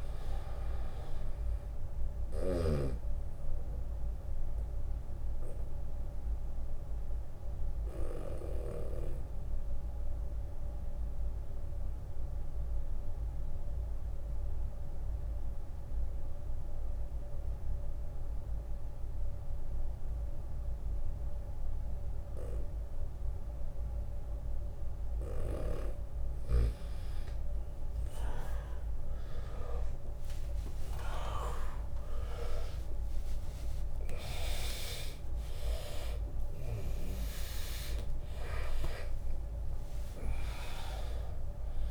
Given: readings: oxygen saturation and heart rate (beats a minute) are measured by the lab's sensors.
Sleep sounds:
breathing in sleep by a room microphone; 1
0.00-5.00 s: drop in pulse transit time (device-marked, heart rate 71 extreme)
0.00-17.00 s: oxygen desaturation (device-marked, oxygen 94% lowest, heart rate 67 extreme)
1.50-8.00 s: snoring (device-marked)
3.00-24.50 s: obstructive apnea (oxygen 100% before, 94% lowest, heart rate 74 before, 67 extreme, up 6 after)
5.00-7.00 s: long interval between heartbeats (device-marked, heart rate 75 before, 70 extreme)
17.00-19.00 s: long interval between heartbeats (device-marked, heart rate 75 before, 71 extreme)
29.50-37.50 s: arousal
31.00-41.91 s: oxygen desaturation (device-marked, oxygen 100% before, 94% lowest, heart rate 72 before, 62 extreme)
34.00-41.91 s: drop in pulse transit time (device-marked, heart rate 73 before, 68 extreme)
From the record:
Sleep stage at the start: N2 (light sleep); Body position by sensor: on the right side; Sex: male

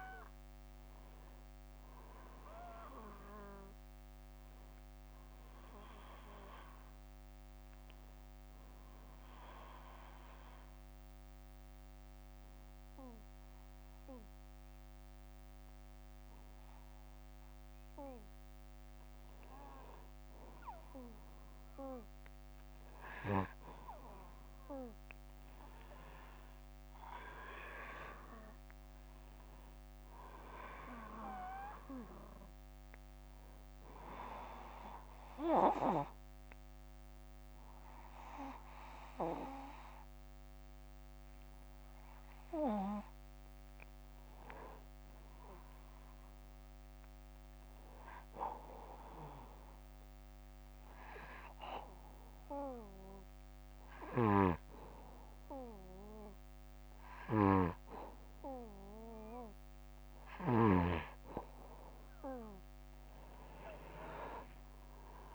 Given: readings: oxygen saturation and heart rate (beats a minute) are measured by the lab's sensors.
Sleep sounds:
breathing in sleep by a microphone on the trachea; 3
0.00-9.50 s: oxygen desaturation (device-marked, oxygen 92% lowest)
8.50-18.50 s: obstructive apnea (oxygen 96% before, 93% lowest, heart rate 55 before, 28 extreme, up 18 after)
25.50-29.50 s: arousal
33.50-43.50 s: obstructive apnea (oxygen 97% before, 93% lowest)
45.50-48.00 s: arousal
50.00-60.00 s: hypopnea (oxygen 97% before, 93% lowest, heart rate 46 before, 43 extreme, up 56 after)
64.00-65.35 s: arousal
From the record:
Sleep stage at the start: N2 (light sleep); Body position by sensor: on the back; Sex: male

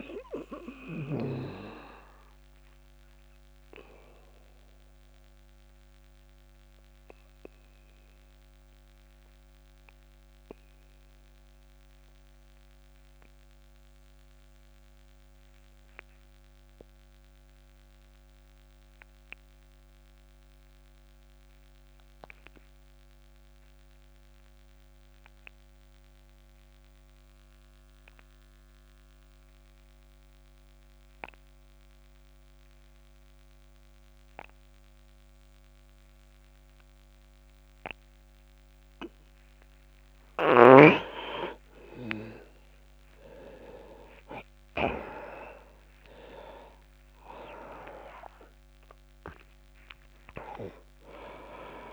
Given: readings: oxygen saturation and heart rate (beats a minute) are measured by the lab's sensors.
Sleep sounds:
breathing in sleep by a microphone on the trachea; 1
0.00-16.50 s: oxygen desaturation (device-marked, oxygen 84% lowest)
1.50-40.50 s: obstructive apnea (oxygen 99% before, 84% lowest)
36.50-51.93 s: oxygen desaturation (device-marked, oxygen 99% before, 86% lowest)
40.50-45.50 s: arousal
From the record:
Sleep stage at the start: N2 (light sleep); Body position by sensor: on the back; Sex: male

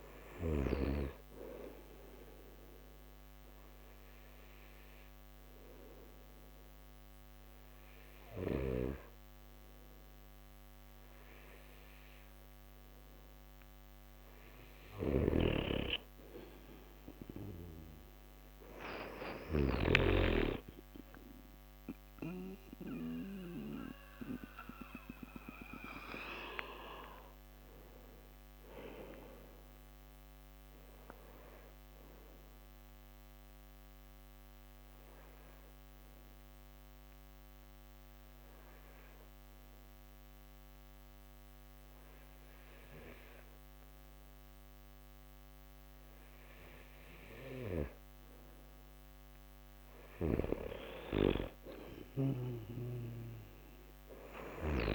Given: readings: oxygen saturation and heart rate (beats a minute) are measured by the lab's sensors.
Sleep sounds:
breathing in sleep by a microphone on the trachea; 2
0.00-1.00 s: snoring (device-marked)
3.00-13.50 s: obstructive apnea (oxygen 95% before, 91% lowest)
15.00-20.00 s: snoring (device-marked)
17.50-20.50 s: arousal
33.00-46.00 s: obstructive apnea (oxygen 95% before, 91% lowest)
49.00-51.50 s: arousal
52.50-54.95 s: snoring (device-marked)
From the record:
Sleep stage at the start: N2 (light sleep); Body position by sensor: on the back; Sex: male

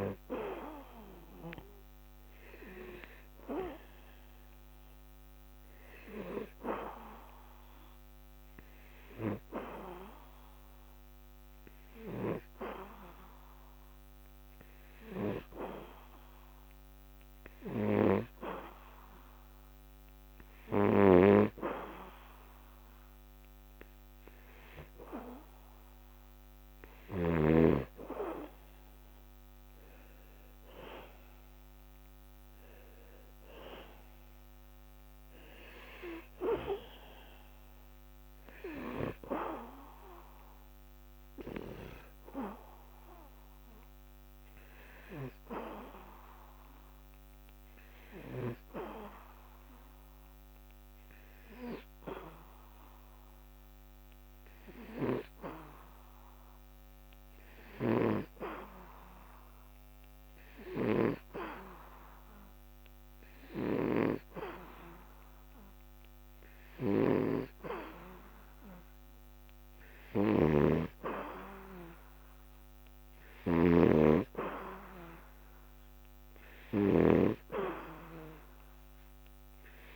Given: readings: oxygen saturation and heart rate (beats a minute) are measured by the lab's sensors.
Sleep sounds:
breathing in sleep by a microphone on the trachea; 1
46.00-68.00 s: hypopnea (oxygen 94% before, 90% lowest, heart rate 81 before, 74 extreme, up 3 after)
68.50-79.96 s: oxygen desaturation (device-marked, oxygen 95% before, 90% lowest, heart rate 77 before, 75 extreme)
69.50-72.50 s: arousal
From the record:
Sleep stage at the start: N2 (light sleep); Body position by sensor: on the back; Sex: male

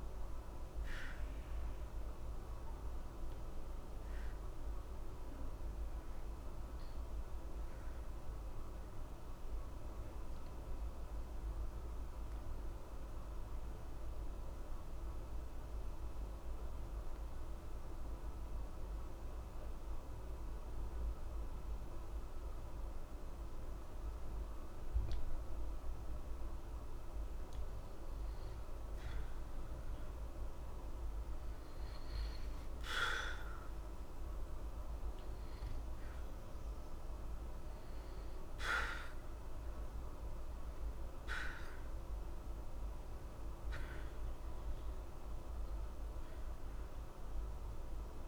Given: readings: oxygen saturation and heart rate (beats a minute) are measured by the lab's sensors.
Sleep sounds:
breathing in sleep, hard to hear, by a room microphone; 1
4.50-24.50 s: obstructive apnea (oxygen 93% before, 88% lowest, heart rate 60 before, 60 extreme, up 0 after)
27.50-31.00 s: arousal
From the record:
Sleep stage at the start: N2 (light sleep); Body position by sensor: on the back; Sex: male

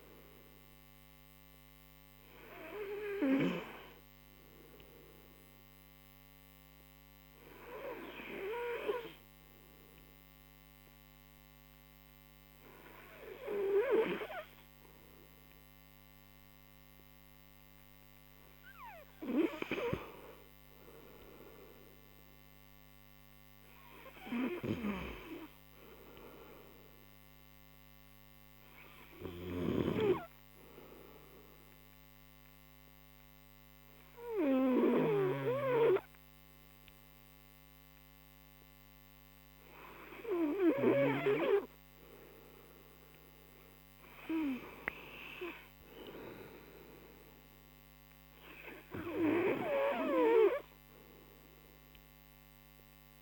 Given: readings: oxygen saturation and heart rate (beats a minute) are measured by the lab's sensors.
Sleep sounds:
breathing in sleep by a microphone on the trachea; none
24.50-39.50 s: oxygen desaturation (device-marked, oxygen 96% before, 93% lowest)
46.50-50.50 s: oxygen desaturation (device-marked, oxygen 96% before, 93% lowest)
From the record:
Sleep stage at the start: N2 (light sleep); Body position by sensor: on the right side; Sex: male

